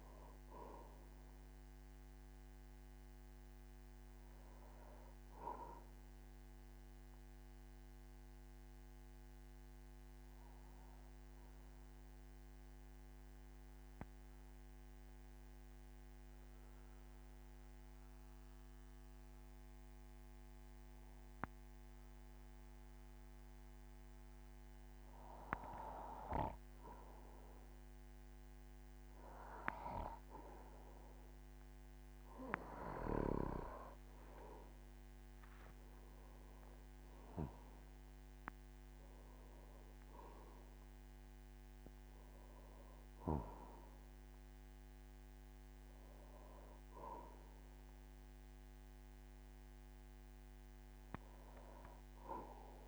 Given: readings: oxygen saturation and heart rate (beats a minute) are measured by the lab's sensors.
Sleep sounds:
breathing in sleep by a microphone on the trachea; 1
0.00-20.50 s: oxygen desaturation (device-marked, oxygen 92% lowest, heart rate 46 extreme)
7.50-27.00 s: obstructive apnea (oxygen 99% before, 92% lowest, heart rate 55 before, 47 extreme, up 6 after)
31.50-52.88 s: oxygen desaturation (device-marked, oxygen 99% before, 92% lowest, heart rate 49 before, 47 extreme)
35.50-40.00 s: arousal
From the record:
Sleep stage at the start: N2 (light sleep); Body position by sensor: on the back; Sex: male

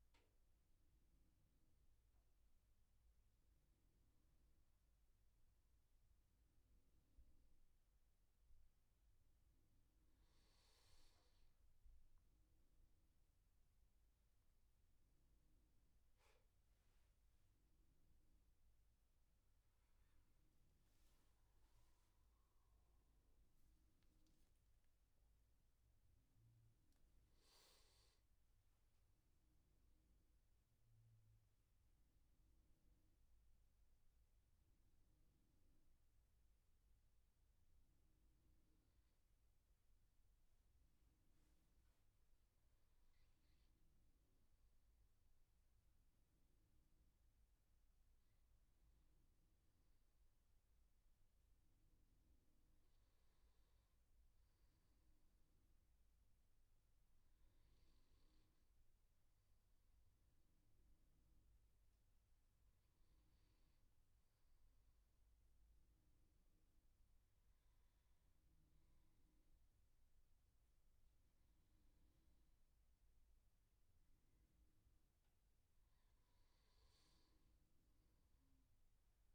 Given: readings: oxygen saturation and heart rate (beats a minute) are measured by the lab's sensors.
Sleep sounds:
breathing in sleep, hard to hear, by a room microphone; none
19.50-24.50 s: arousal
79.00-79.35 s: new sleep stage, awake
From the record:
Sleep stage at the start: N2 (light sleep); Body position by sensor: on the back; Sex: male

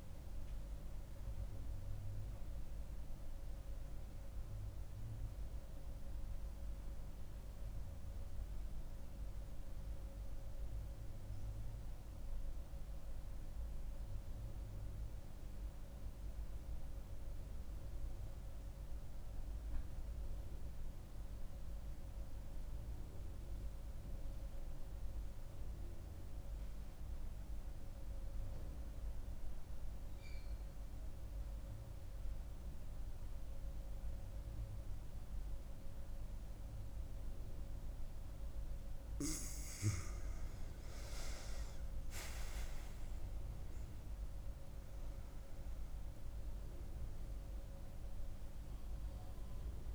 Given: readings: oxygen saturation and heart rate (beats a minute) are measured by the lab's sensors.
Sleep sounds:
breathing in sleep, hard to hear, by a room microphone; 1
0.00-16.00 s: oxygen desaturation (device-marked, oxygen 91% lowest, heart rate 65 extreme)
14.00-36.50 s: mixed apnea (oxygen 96% before, 90% lowest, heart rate 79 before, 65 extreme, up 9 after)
37.00-49.95 s: oxygen desaturation (device-marked, oxygen 97% before, 91% lowest, heart rate 67 before, 67 extreme)
38.00-42.00 s: arousal
From the record:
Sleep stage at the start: N2 (light sleep); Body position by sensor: on the right side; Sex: female

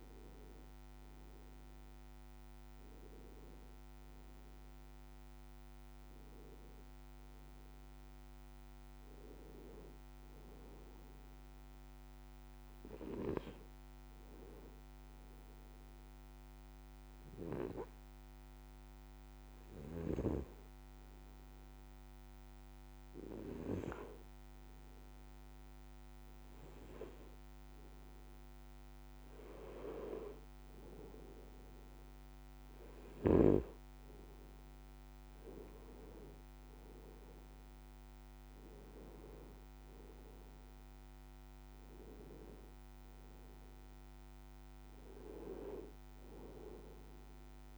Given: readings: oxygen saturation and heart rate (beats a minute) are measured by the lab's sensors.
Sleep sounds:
breathing in sleep by a microphone on the trachea; 1
15.50-27.50 s: hypopnea (oxygen 96% before, 94% lowest, heart rate 63 before, 55 extreme, up 2 after)
30.50-34.50 s: arousal
From the record:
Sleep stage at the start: N2 (light sleep); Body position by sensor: on the right side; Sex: male

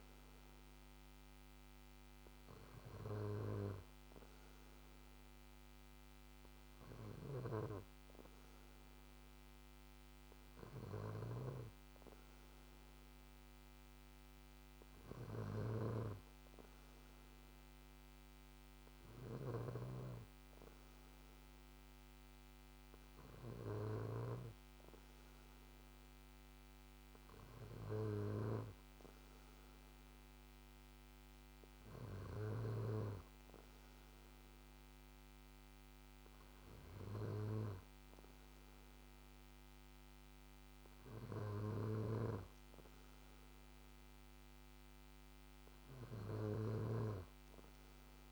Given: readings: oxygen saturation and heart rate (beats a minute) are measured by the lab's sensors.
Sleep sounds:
breathing in sleep by a microphone on the trachea; none
7.00-24.50 s: snoring (device-marked)
42.00-47.00 s: snoring (device-marked)
From the record:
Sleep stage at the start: N2 (light sleep); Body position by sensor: on the back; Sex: male

